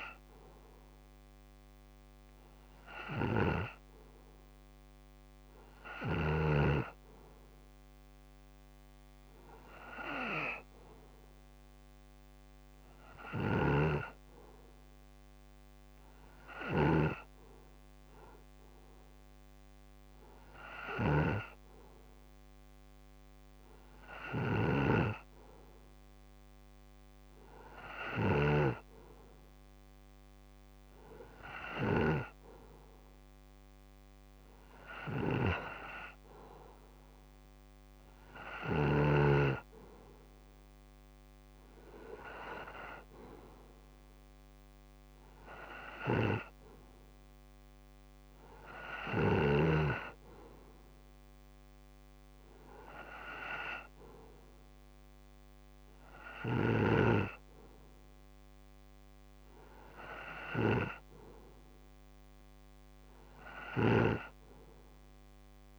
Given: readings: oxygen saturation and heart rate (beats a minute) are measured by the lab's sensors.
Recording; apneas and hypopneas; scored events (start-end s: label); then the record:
breathing in sleep by a microphone on the trachea; 1
0.00-6.50 s: oxygen desaturation (device-marked, oxygen 90% lowest)
1.50-21.00 s: hypopnea (oxygen 97% before, 91% lowest)
13.00-32.00 s: snoring (device-marked)
24.50-28.50 s: arousal
56.00-64.00 s: snoring (device-marked)
From the record:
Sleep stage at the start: N2 (light sleep); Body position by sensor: on the right side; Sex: male